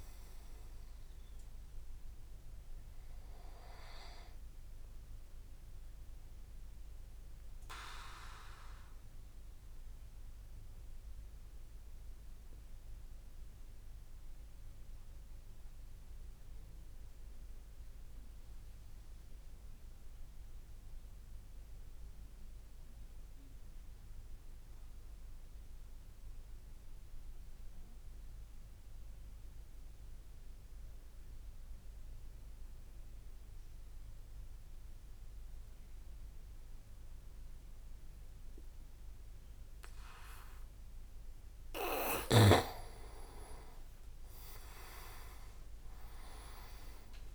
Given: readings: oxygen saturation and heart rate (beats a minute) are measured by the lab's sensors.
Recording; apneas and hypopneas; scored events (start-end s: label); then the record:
breathing in sleep by a room microphone; 1
0.00-13.00 s: oxygen desaturation (device-marked, oxygen 89% lowest)
7.00-41.50 s: mixed apnea (oxygen 96% before, 87% lowest)
32.00-47.35 s: oxygen desaturation (device-marked, oxygen 98% before, 87% lowest)
44.00-47.35 s: arousal
44.50-47.35 s: leg movement (device-marked)
From the record:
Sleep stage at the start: N2 (light sleep); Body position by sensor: on the back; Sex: male